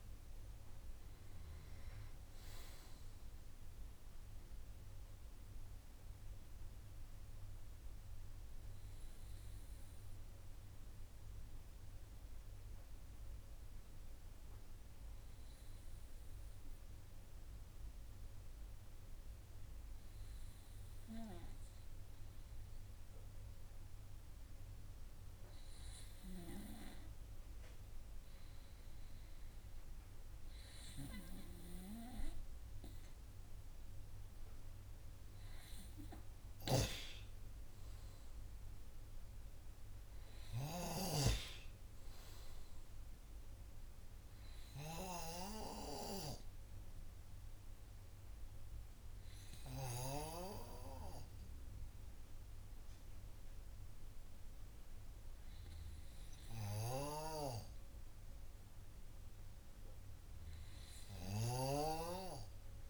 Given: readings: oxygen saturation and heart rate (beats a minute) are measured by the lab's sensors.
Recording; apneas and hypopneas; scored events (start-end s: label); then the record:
breathing in sleep by a room microphone; 2
0.00-21.50 s: oxygen desaturation (device-marked, oxygen 93% lowest, heart rate 46 extreme)
5.50-31.50 s: hypopnea (oxygen 97% before, 93% lowest, heart rate 75 before, 47 extreme, up 4 after)
36.50-41.00 s: snoring (device-marked)
37.00-41.00 s: arousal
44.50-57.00 s: hypopnea (oxygen 99% before, 94% lowest, heart rate 58 before, 51 extreme, up 12 after)
From the record:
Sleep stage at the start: N2 (light sleep); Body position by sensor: on the right side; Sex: male